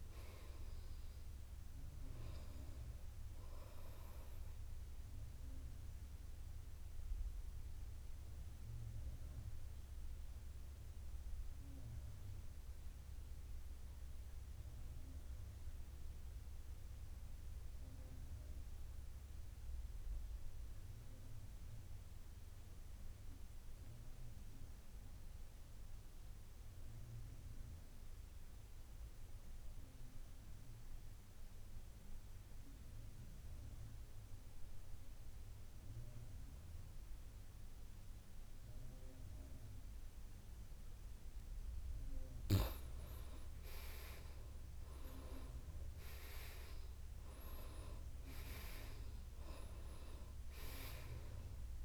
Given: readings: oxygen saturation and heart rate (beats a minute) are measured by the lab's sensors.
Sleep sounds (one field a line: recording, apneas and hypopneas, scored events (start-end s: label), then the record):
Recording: breathing in sleep by a room microphone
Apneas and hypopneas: 1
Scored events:
0.00-14.50 s: oxygen desaturation (device-marked, oxygen 81% lowest, heart rate 53 extreme)
4.00-40.50 s: obstructive apnea (oxygen 99% before, 79% lowest, heart rate 68 before, 53 extreme, up 9 after)
31.50-51.84 s: oxygen desaturation (device-marked, oxygen 99% before, 79% lowest, heart rate 56 before, 56 extreme)
43.00-47.00 s: arousal
From the record:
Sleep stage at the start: N2 (light sleep)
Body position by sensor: on the back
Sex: male